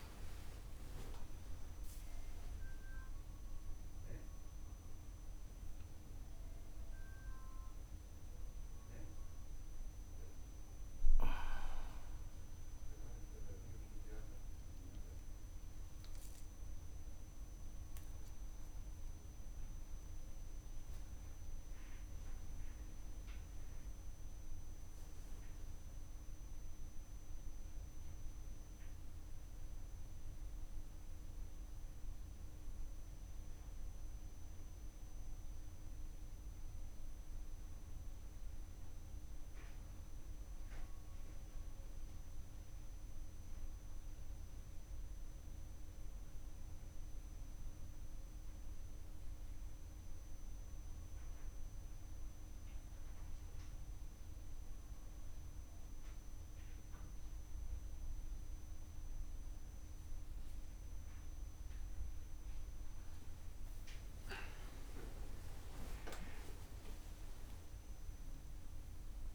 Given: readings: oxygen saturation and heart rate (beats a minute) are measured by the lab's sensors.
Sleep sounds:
a person awake in a sleep study, hard to hear, by a room microphone; none
57.50-69.35 s: oxygen desaturation (device-marked, oxygen 99% before, 95% lowest, heart rate 59 before, 54 extreme)
From the record:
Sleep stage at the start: awake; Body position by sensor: on the right side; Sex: male

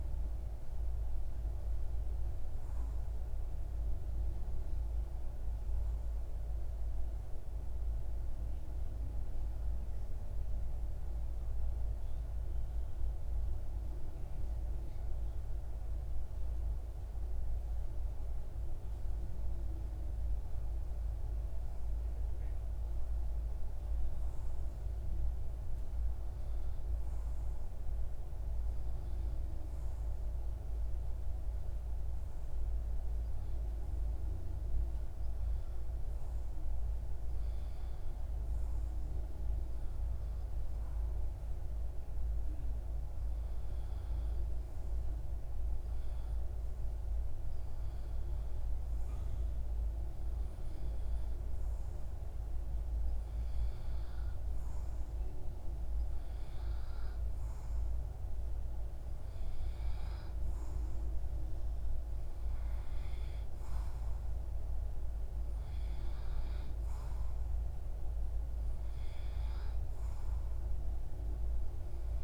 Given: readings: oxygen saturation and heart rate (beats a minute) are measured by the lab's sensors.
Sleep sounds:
breathing in sleep, hard to hear, by a room microphone; 1
0.00-2.50 s: oxygen desaturation (device-marked, oxygen 93% lowest, heart rate 58 extreme)
5.50-51.50 s: mixed apnea (oxygen 95% before, 91% lowest, heart rate 67 before, 53 extreme, up 0 after)
55.50-59.50 s: arousal
From the record:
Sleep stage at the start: REM sleep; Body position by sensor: on the back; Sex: male

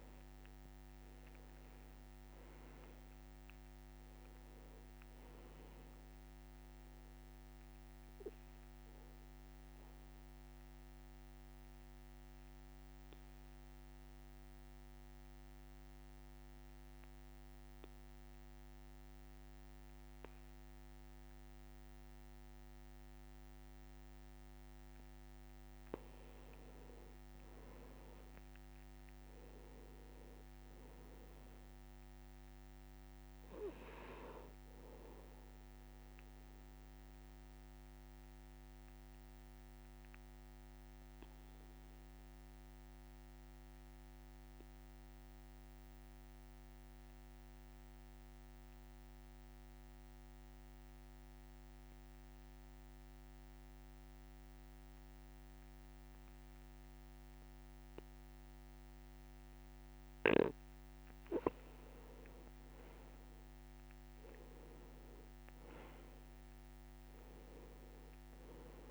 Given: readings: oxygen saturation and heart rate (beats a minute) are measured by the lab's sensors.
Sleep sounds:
breathing in sleep, hard to hear, by a microphone on the trachea; 2
0.00-2.00 s: arousal
4.00-22.00 s: oxygen desaturation (device-marked, oxygen 98% before, 91% lowest, heart rate 62 before, 62 extreme)
8.00-25.50 s: obstructive apnea (oxygen 98% before, 90% lowest, heart rate 63 before, 61 extreme, up 3 after)
28.00-31.50 s: arousal
34.00-47.00 s: oxygen desaturation (device-marked, oxygen 99% before, 94% lowest, heart rate 63 before, 61 extreme)
36.00-60.00 s: obstructive apnea (oxygen 99% before, 90% lowest, heart rate 63 before, 61 extreme, up 2 after)
61.00-68.91 s: oxygen desaturation (device-marked, oxygen 98% before, 90% lowest, heart rate 62 before, 60 extreme)
62.50-67.00 s: arousal
From the record:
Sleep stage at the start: N2 (light sleep); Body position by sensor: on the back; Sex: male

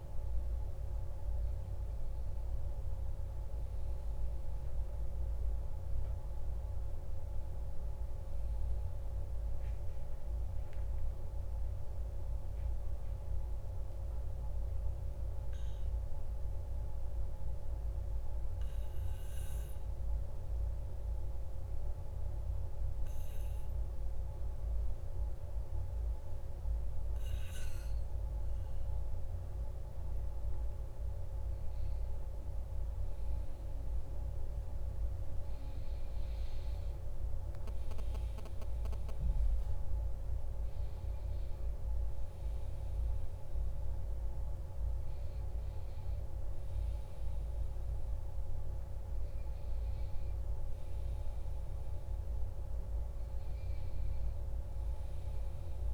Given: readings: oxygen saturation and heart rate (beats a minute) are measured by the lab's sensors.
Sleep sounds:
breathing in sleep, hard to hear, by a room microphone; 1
0.00-18.50 s: oxygen desaturation (device-marked, oxygen 95% lowest, heart rate 51 extreme)
15.00-31.50 s: hypopnea (oxygen 98% before, 95% lowest, heart rate 54 before, 51 extreme, up 4 after)
33.00-38.50 s: arousal
37.50-55.94 s: oxygen desaturation (device-marked, oxygen 98% before, 95% lowest, heart rate 52 before, 52 extreme)
From the record:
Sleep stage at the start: N1 (lightest sleep); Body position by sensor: on the back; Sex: male

